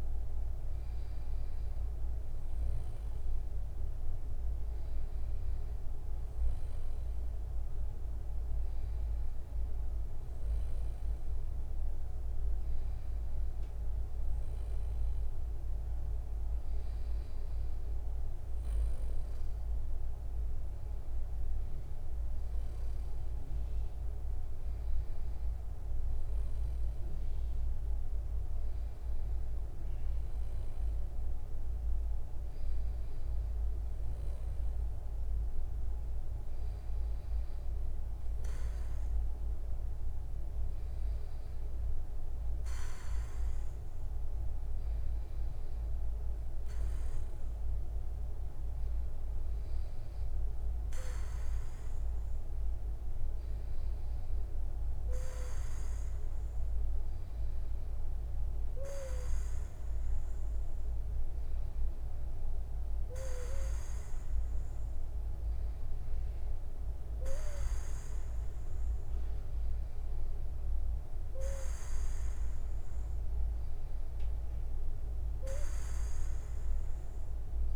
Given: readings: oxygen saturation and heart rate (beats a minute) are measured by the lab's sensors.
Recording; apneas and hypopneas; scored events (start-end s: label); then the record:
breathing in sleep, hard to hear, by a room microphone; none
none scored
From the record:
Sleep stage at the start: N2 (light sleep); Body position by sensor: on the back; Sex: male